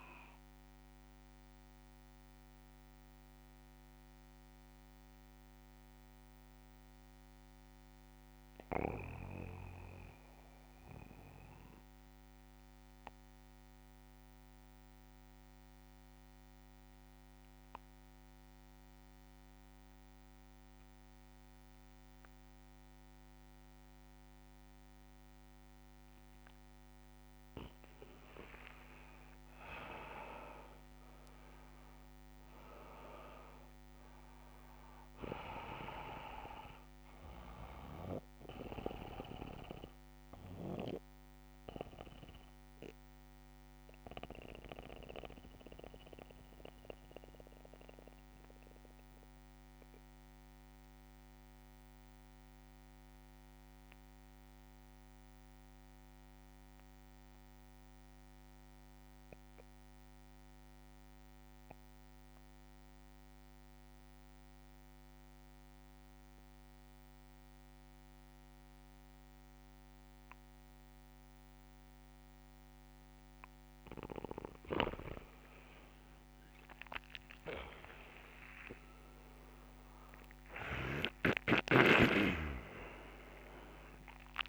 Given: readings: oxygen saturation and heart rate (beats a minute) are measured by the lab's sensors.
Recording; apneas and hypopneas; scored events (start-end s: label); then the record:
breathing in sleep by a microphone on the trachea; 2
0.00-2.50 s: oxygen desaturation (device-marked, oxygen 86% lowest)
0.50-27.00 s: mixed apnea (oxygen 96% before, 86% lowest)
18.00-20.00 s: long interval between heartbeats (device-marked)
20.50-51.50 s: oxygen desaturation (device-marked, oxygen 99% before, 86% lowest)
27.50-29.50 s: long interval between heartbeats (device-marked)
28.50-32.50 s: arousal
37.00-73.50 s: mixed apnea (oxygen 99% before, 83% lowest)
63.50-65.50 s: long interval between heartbeats (device-marked)
64.50-84.49 s: oxygen desaturation (device-marked, oxygen 98% before, 83% lowest)
75.00-77.50 s: arousal
From the record:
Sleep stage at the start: N2 (light sleep); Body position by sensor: on the back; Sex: male